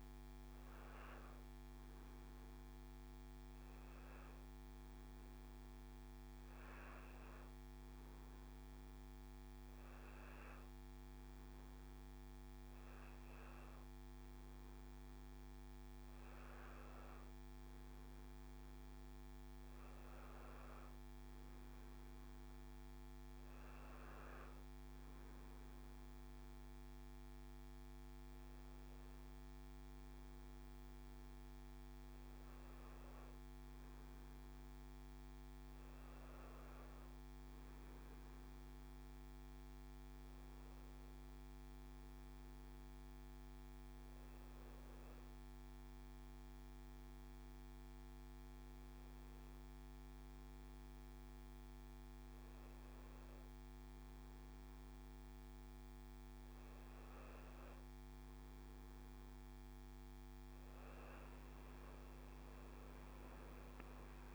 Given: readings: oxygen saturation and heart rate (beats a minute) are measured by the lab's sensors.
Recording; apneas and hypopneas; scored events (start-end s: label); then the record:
breathing in sleep, hard to hear, by a microphone on the trachea; none
62.00-64.34 s: arousal
From the record:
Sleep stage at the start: N1 (lightest sleep); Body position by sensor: on the back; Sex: male